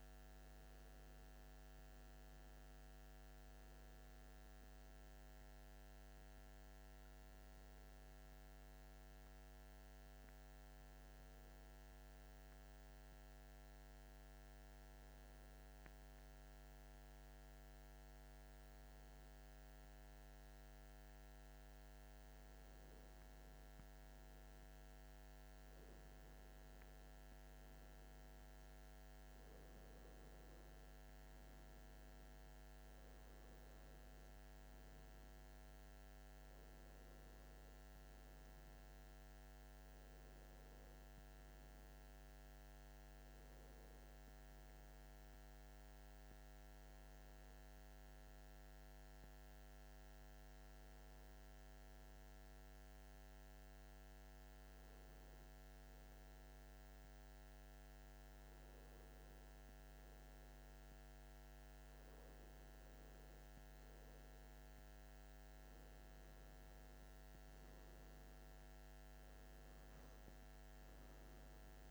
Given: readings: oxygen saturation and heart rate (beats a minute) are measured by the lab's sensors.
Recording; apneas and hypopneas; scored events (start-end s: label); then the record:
breathing in sleep, hard to hear, by a microphone on the trachea; 2
5.00-23.00 s: hypopnea (oxygen 96% before, 93% lowest, heart rate 44 before, 27 extreme, up 9 after)
26.00-31.00 s: arousal
44.00-59.50 s: obstructive apnea (oxygen 96% before, 93% lowest)
61.50-65.50 s: arousal
From the record:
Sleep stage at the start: N1 (lightest sleep); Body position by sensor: on the back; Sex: male